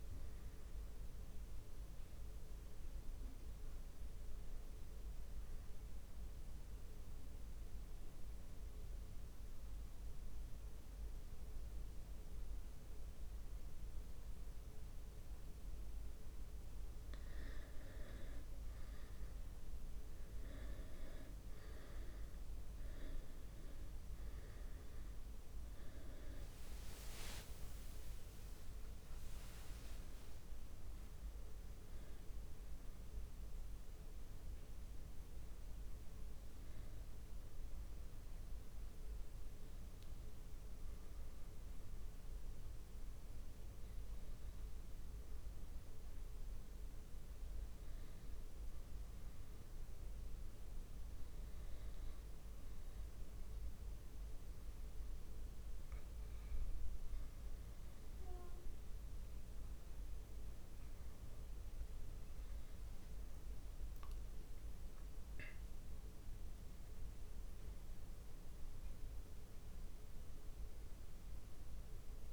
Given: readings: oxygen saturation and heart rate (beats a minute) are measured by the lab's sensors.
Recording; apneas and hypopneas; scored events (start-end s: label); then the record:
breathing in sleep, hard to hear, by a room microphone; 2
0.00-2.50 s: oxygen desaturation (device-marked, oxygen 94% lowest, heart rate 32 extreme)
3.50-5.50 s: long interval between heartbeats (device-marked, heart rate 42 before, 47 extreme)
6.00-17.00 s: central apnea (oxygen 97% before, 94% lowest, heart rate 42 before, 28 extreme, up 21 after)
7.00-9.00 s: long interval between heartbeats (device-marked, heart rate 42 before, 38 extreme)
12.50-14.50 s: long interval between heartbeats (device-marked, heart rate 40 before, 45 extreme)
12.50-21.50 s: drop in pulse transit time (device-marked, heart rate 40 before, 37 extreme)
26.00-29.50 s: arousal
27.00-29.00 s: long interval between heartbeats (device-marked, heart rate 44 before, 57 extreme)
30.50-32.50 s: long interval between heartbeats (device-marked, heart rate 47 before, 57 extreme)
34.50-36.50 s: long interval between heartbeats (device-marked, heart rate 50 before, 49 extreme)
37.50-54.50 s: drop in pulse transit time (device-marked, heart rate 51 before, 28 extreme)
40.50-60.50 s: obstructive apnea (oxygen 97% before, 95% lowest, heart rate 50 before, 36 extreme, up 1 after)
62.00-64.00 s: long interval between heartbeats (device-marked, heart rate 56 before, 58 extreme)
67.00-69.00 s: long interval between heartbeats (device-marked, heart rate 55 before, 38 extreme)
From the record:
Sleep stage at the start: N2 (light sleep); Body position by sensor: on the back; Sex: male